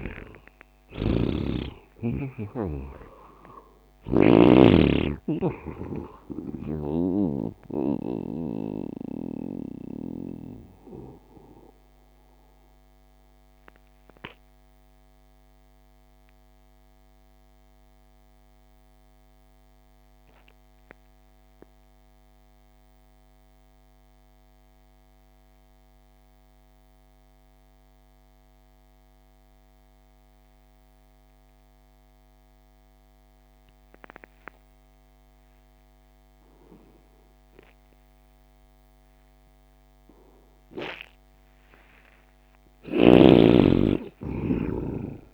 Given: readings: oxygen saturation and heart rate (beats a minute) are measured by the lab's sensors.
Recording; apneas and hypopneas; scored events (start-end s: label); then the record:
breathing in sleep by a microphone on the trachea; 1
0.00-21.50 s: oxygen desaturation (device-marked, oxygen 84% lowest)
1.00-4.50 s: snoring (device-marked)
7.50-38.00 s: obstructive apnea (oxygen 98% before, 83% lowest)
35.50-45.34 s: oxygen desaturation (device-marked, oxygen 99% before, 83% lowest)
43.00-45.34 s: arousal
From the record:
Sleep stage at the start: N2 (light sleep); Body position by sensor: on the right side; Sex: male